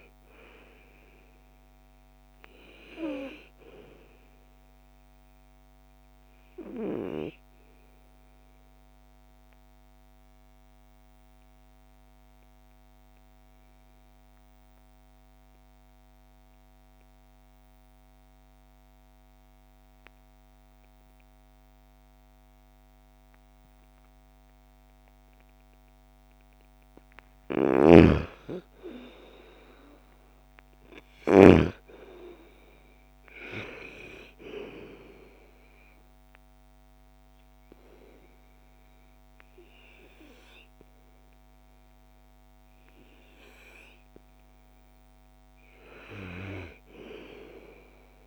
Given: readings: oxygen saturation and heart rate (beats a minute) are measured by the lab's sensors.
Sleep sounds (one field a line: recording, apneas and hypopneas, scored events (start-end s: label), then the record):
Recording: breathing in sleep by a microphone on the trachea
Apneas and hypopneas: 1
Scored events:
0.00-15.00 s: oxygen desaturation (device-marked, oxygen 86% lowest, heart rate 54 extreme)
6.50-26.50 s: obstructive apnea (oxygen 98% before, 86% lowest, heart rate 62 before, 52 extreme, up 5 after)
26.00-48.00 s: oxygen desaturation (device-marked, oxygen 99% before, 90% lowest, heart rate 57 before, 48 extreme)
27.00-31.00 s: snoring (device-marked)
28.50-32.00 s: arousal
From the record:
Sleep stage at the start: N2 (light sleep)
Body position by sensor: on the right side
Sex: female